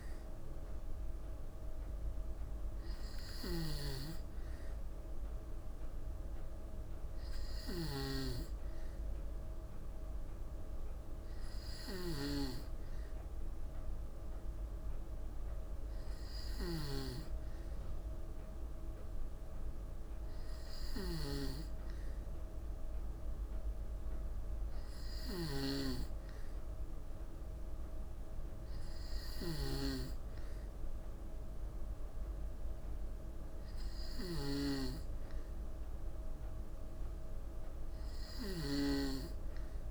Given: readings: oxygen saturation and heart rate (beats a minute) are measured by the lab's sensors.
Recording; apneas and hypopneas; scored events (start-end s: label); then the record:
breathing in sleep by a room microphone; none
0.00-39.91 s: snoring (device-marked)
From the record:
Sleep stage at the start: N2 (light sleep); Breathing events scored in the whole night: 105 in 6.2 hours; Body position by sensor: on the back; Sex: female